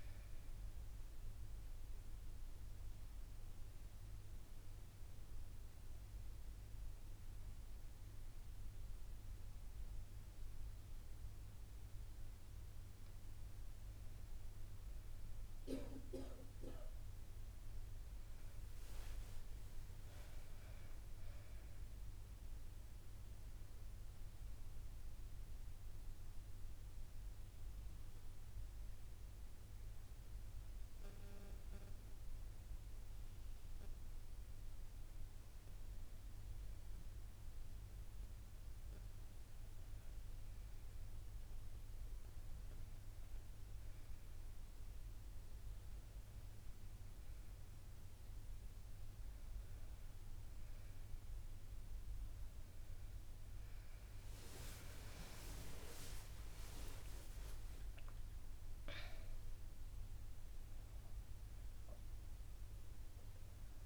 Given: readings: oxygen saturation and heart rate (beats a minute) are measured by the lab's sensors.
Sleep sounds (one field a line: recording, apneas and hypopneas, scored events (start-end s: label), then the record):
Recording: breathing in sleep by a room microphone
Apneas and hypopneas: 2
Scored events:
0.50-13.50 s: central apnea (oxygen 97% before, 96% lowest, heart rate 72 before, 67 extreme, up 6 after)
18.00-22.00 s: arousal
25.00-37.00 s: hypopnea (oxygen 100% before, 94% lowest, heart rate 70 before, 70 extreme, up 2 after)
48.50-59.50 s: oxygen desaturation (device-marked, oxygen 99% before, 96% lowest, heart rate 71 before, 69 extreme)
53.00-57.50 s: arousal
From the record:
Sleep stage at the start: N1 (lightest sleep)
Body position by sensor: on the back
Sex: female